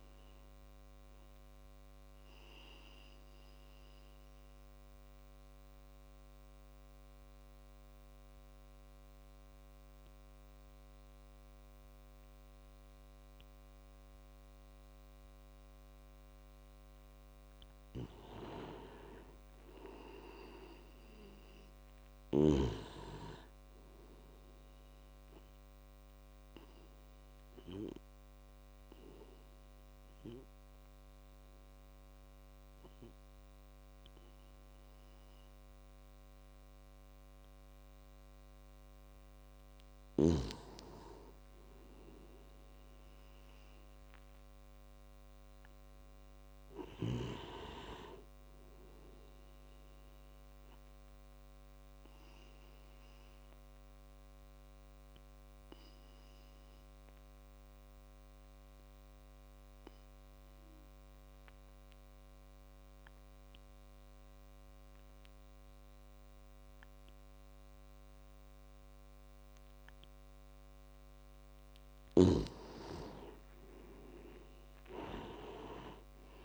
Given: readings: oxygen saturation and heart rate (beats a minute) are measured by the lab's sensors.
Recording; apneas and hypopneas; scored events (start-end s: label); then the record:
breathing in sleep by a microphone on the trachea; 3
0.00-12.00 s: oxygen desaturation (device-marked, oxygen 91% lowest, heart rate 52 extreme)
2.00-17.00 s: obstructive apnea (oxygen 97% before, 91% lowest, heart rate 59 before, 52 extreme, up 18 after)
19.50-23.50 s: arousal
24.00-45.00 s: oxygen desaturation (device-marked, oxygen 98% before, 93% lowest, heart rate 58 before, 51 extreme)
28.00-39.00 s: obstructive apnea (oxygen 98% before, 89% lowest, heart rate 59 before, 51 extreme, up 9 after)
41.00-44.00 s: arousal
52.00-71.50 s: obstructive apnea (oxygen 97% before, 89% lowest, heart rate 56 before, 51 extreme)
71.00-76.45 s: tachycardia (device-marked, heart rate 67 before, 165 extreme)
72.00-76.45 s: snoring (device-marked)
73.00-76.45 s: arousal
From the record:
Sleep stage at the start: N2 (light sleep); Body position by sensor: on the back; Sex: male